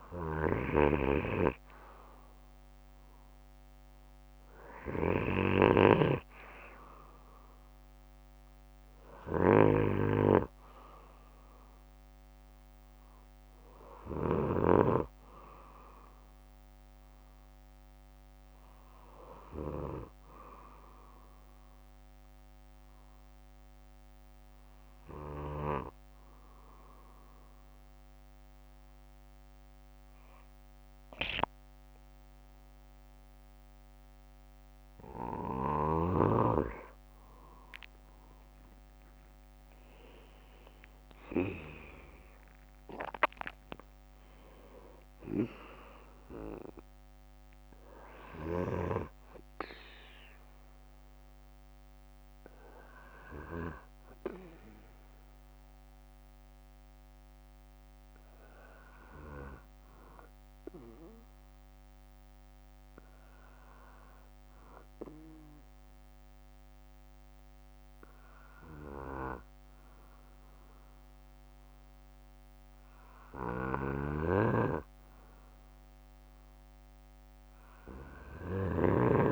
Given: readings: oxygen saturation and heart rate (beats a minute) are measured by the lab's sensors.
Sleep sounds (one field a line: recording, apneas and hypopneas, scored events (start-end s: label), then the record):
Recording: breathing in sleep by a microphone on the trachea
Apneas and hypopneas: 2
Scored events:
0.00-1.00 s: arousal
5.00-14.50 s: snoring (device-marked)
21.00-34.50 s: obstructive apnea (oxygen 97% before, 94% lowest, heart rate 64 before, 59 extreme, up 8 after)
38.50-43.50 s: arousal
58.00-73.00 s: obstructive apnea (oxygen 97% before, 94% lowest, heart rate 64 before, 57 extreme, up 9 after)
73.50-79.00 s: snoring (device-marked)
76.50-79.32 s: arousal
From the record:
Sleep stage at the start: N2 (light sleep)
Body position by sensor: on the back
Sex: male